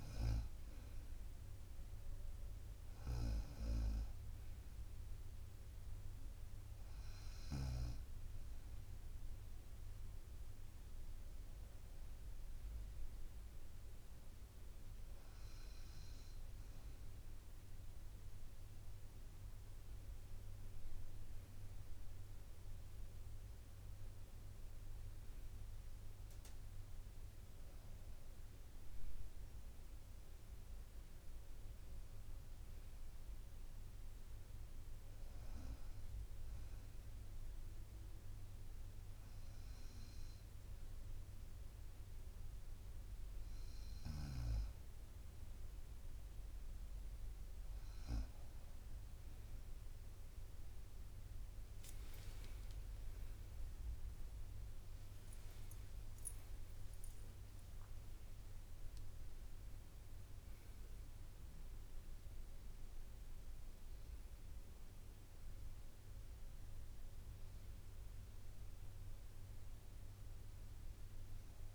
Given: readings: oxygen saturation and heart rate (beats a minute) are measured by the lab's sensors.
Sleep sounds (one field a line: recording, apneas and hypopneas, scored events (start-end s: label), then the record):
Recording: breathing in sleep, hard to hear, by a room microphone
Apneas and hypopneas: none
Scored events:
3.00-8.00 s: snoring (device-marked)
52.00-54.00 s: long interval between heartbeats (device-marked, heart rate 68 before, 79 extreme)
52.50-57.50 s: arousal
From the record:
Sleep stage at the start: N1 (lightest sleep)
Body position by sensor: on the right side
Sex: female